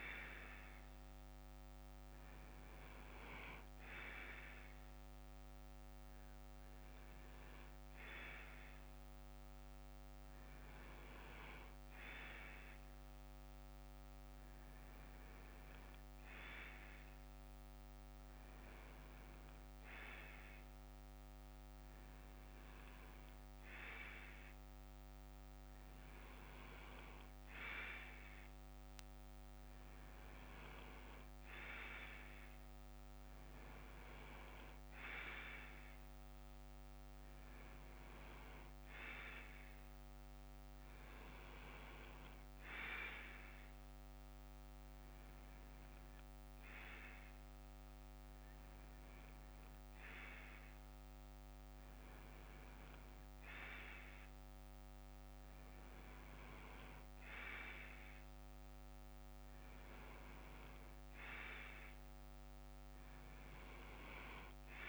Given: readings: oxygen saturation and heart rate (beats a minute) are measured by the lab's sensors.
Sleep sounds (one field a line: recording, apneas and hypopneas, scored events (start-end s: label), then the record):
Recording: breathing in sleep by a microphone on the trachea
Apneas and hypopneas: none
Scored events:
15.50-17.50 s: bradycardia (device-marked, heart rate 61 before, 58 extreme)
28.50-31.50 s: bradycardia (device-marked, heart rate 61 before, 60 extreme)
49.50-54.50 s: bradycardia (device-marked, heart rate 61 before, 59 extreme)
From the record:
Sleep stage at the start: N2 (light sleep)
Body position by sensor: on the left side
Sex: male